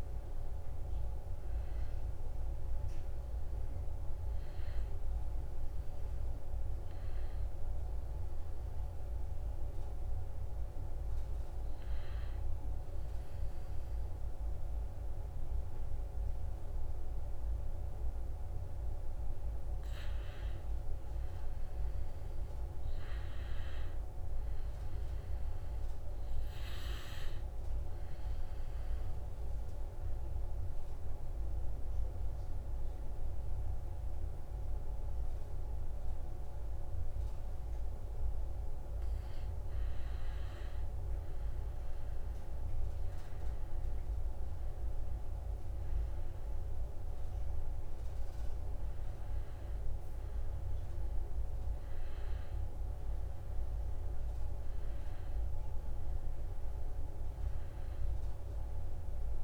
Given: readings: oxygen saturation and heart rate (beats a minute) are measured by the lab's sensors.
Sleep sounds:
breathing in sleep, hard to hear, by a room microphone; 2
5.00-17.50 s: hypopnea (oxygen 98% before, 92% lowest, heart rate 73 before, 68 extreme, up 2 after)
19.00-38.00 s: oxygen desaturation (device-marked, oxygen 96% before, 92% lowest, heart rate 71 before, 67 extreme)
19.50-22.50 s: arousal
28.50-39.50 s: obstructive apnea (oxygen 96% before, 92% lowest, heart rate 71 before, 67 extreme, up 3 after)
42.50-47.00 s: arousal
From the record:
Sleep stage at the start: N2 (light sleep); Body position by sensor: on the back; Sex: male

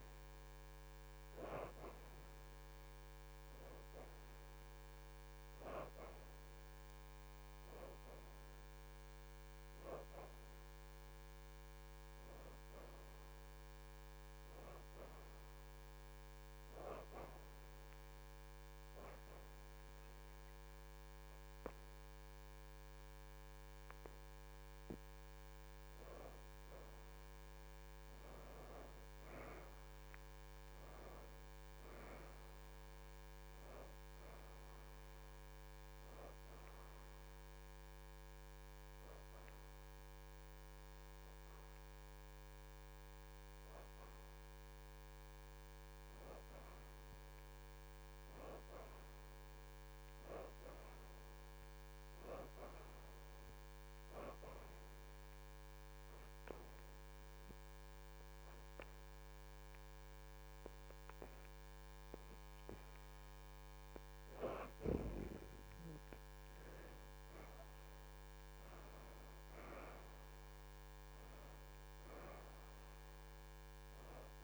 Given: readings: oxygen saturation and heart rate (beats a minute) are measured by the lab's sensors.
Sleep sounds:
breathing in sleep by a microphone on the trachea; 3
0.00-2.00 s: oxygen desaturation (device-marked, oxygen 84% before, 74% lowest, heart rate 80 before, 76 extreme)
5.50-10.50 s: arousal
10.00-34.00 s: oxygen desaturation (device-marked, oxygen 86% before, 77% lowest, heart rate 77 before, 75 extreme)
17.50-27.50 s: obstructive apnea (oxygen 86% before, 66% lowest, heart rate 78 before, 75 extreme, up 4 after)
28.50-32.50 s: arousal
36.00-51.00 s: oxygen desaturation (device-marked, oxygen 79% before, 70% lowest, heart rate 80 before, 75 extreme)
36.50-47.00 s: hypopnea (oxygen 82% before, 66% lowest, heart rate 80 before, 75 extreme, up 2 after)
48.50-53.00 s: arousal
55.00-66.00 s: obstructive apnea (oxygen 87% before, 66% lowest, heart rate 78 before, 77 extreme, up 4 after)
60.00-70.00 s: oxygen desaturation (device-marked, oxygen 87% before, 77% lowest, heart rate 78 before, 77 extreme)
68.50-72.50 s: arousal
72.00-74.44 s: oxygen desaturation (device-marked, oxygen 79% before, 66% lowest, heart rate 80 before, 77 extreme)
From the record:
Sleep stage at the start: N2 (light sleep); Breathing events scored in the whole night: 213 in 3.1 hours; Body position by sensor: on the back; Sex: female

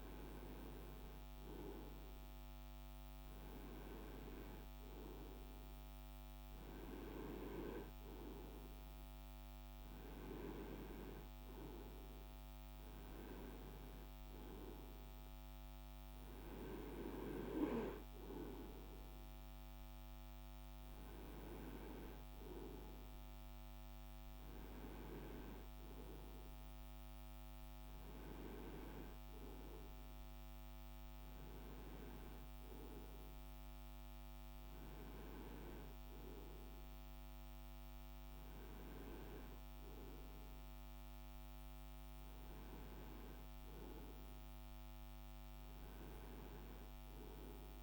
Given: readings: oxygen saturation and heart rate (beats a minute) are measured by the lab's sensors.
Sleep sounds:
breathing in sleep by a microphone on the trachea; none
none scored
From the record:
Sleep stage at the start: N2 (light sleep); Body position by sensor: on the right side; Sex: male

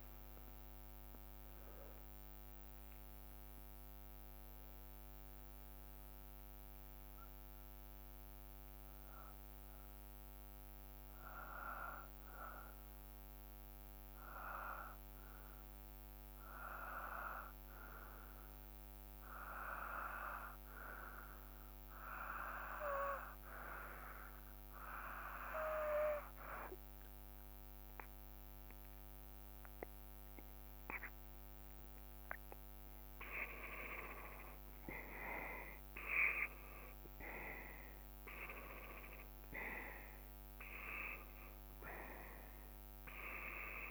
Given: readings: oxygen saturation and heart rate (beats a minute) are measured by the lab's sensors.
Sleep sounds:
breathing in sleep by a microphone on the trachea; 1
0.00-2.50 s: arousal
2.00-4.00 s: long interval between heartbeats (device-marked, heart rate 59 before, 69 extreme)
7.00-33.00 s: hypopnea (oxygen 95% before, 90% lowest, heart rate 62 before, 55 extreme, up 4 after)
25.00-43.91 s: oxygen desaturation (device-marked, oxygen 95% before, 90% lowest, heart rate 58 before, 54 extreme)
35.50-40.00 s: arousal
From the record:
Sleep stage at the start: N2 (light sleep); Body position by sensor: on the back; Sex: male

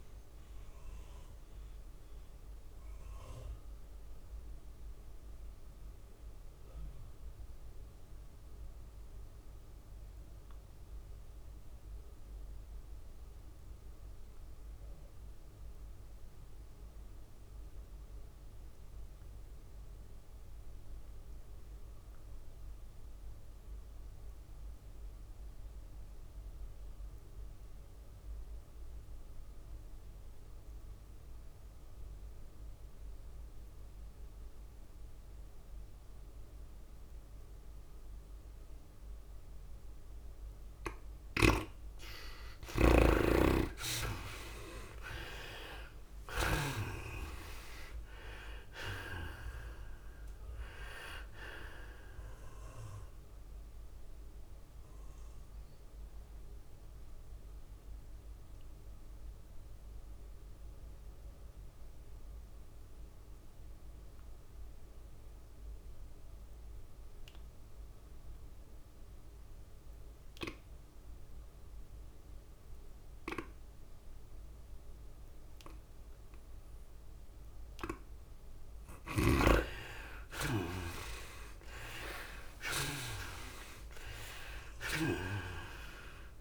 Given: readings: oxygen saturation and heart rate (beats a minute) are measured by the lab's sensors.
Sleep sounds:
breathing in sleep by a room microphone; 2
0.00-7.50 s: drop in pulse transit time (device-marked, heart rate 108 extreme)
0.00-7.50 s: oxygen desaturation (device-marked, oxygen 74% lowest, heart rate 99 extreme)
0.00-18.50 s: tachycardia (device-marked, heart rate 114 extreme)
2.50-41.00 s: obstructive apnea (oxygen 99% before, 68% lowest, heart rate 108 before, 90 extreme, up 19 after)
18.50-64.50 s: oxygen desaturation (device-marked, oxygen 99% before, 68% lowest, heart rate 108 before, 90 extreme)
21.50-28.50 s: tachycardia (device-marked, heart rate 106 before, 101 extreme)
35.50-37.50 s: long interval between heartbeats (device-marked, heart rate 101 before, 91 extreme)
40.50-77.50 s: tachycardia (device-marked, heart rate 106 before, 113 extreme)
43.50-47.50 s: arousal
46.50-62.50 s: drop in pulse transit time (device-marked, heart rate 97 before, 105 extreme)
54.00-80.00 s: mixed apnea (oxygen 94% before, 68% lowest, heart rate 101 before, 96 extreme, up 9 after)
71.50-86.41 s: oxygen desaturation (device-marked, oxygen 99% before, 75% lowest, heart rate 108 before, 96 extreme)
80.00-82.00 s: long interval between heartbeats (device-marked, heart rate 105 before, 96 extreme)
81.50-85.50 s: arousal
82.50-86.41 s: tachycardia (device-marked, heart rate 106 before, 113 extreme)
83.50-86.41 s: drop in pulse transit time (device-marked, heart rate 103 before, 99 extreme)
From the record:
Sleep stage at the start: N2 (light sleep); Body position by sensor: on the back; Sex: female

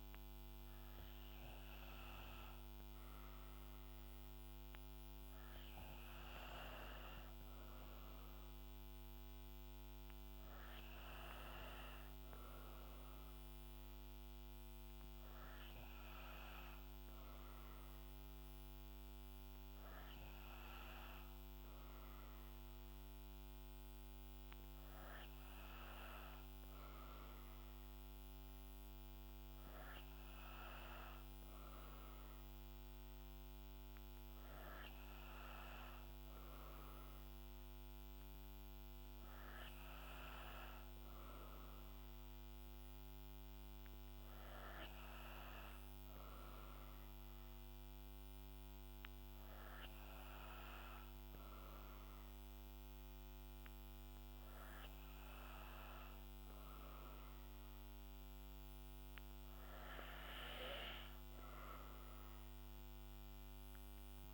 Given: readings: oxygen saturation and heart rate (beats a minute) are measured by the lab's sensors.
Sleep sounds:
breathing in sleep by a microphone on the trachea; none
6.00-25.00 s: oxygen desaturation (device-marked, oxygen 94% before, 89% lowest, heart rate 64 before, 64 extreme)
From the record:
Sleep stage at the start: N2 (light sleep); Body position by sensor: on the right side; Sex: female

